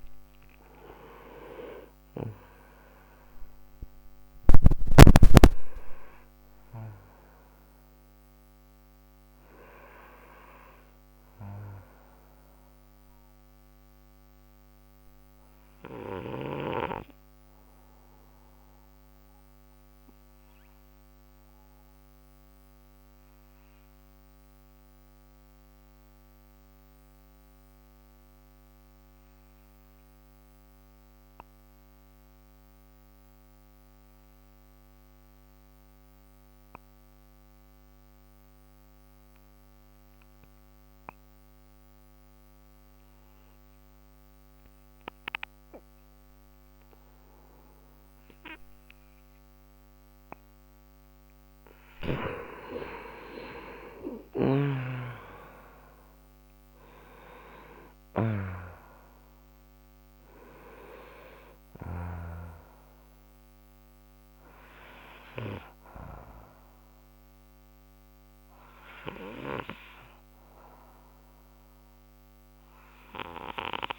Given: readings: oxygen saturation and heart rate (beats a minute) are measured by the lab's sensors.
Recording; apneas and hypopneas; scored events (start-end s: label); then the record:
breathing in sleep by a microphone on the trachea; 1
19.00-47.00 s: obstructive apnea (oxygen 94% before, 89% lowest, heart rate 74 before, 56 extreme, up 48 after)
44.00-73.99 s: oxygen desaturation (device-marked, oxygen 97% before, 89% lowest, heart rate 59 before, 56 extreme)
50.00-54.00 s: arousal
From the record:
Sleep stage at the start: N2 (light sleep); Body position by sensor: on the right side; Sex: male